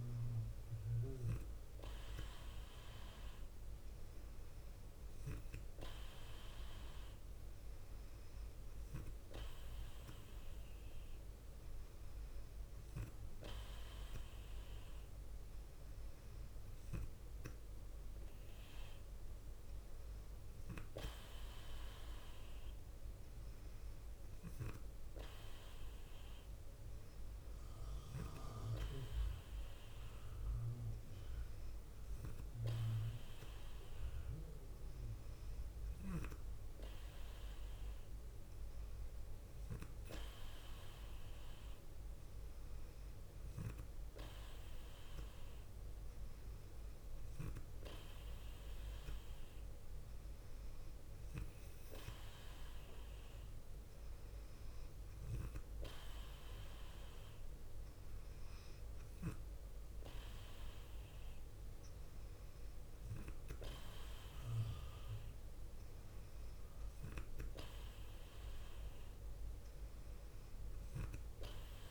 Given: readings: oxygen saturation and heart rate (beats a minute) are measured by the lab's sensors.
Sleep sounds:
breathing in sleep by a room microphone; none
none scored
From the record:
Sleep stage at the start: N2 (light sleep); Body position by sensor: on the left side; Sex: female

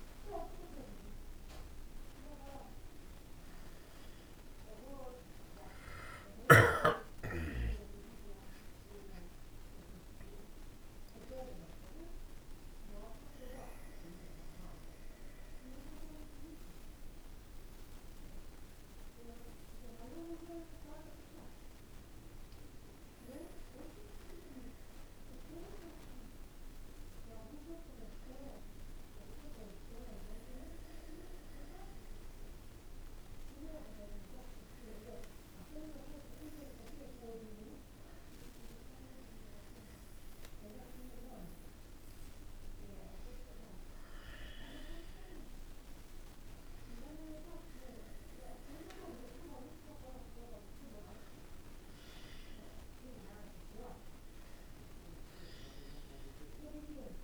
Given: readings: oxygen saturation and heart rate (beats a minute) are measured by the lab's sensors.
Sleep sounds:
a person awake in a sleep study, by a room microphone; none
none scored
From the record:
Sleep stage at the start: awake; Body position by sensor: on the back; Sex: male

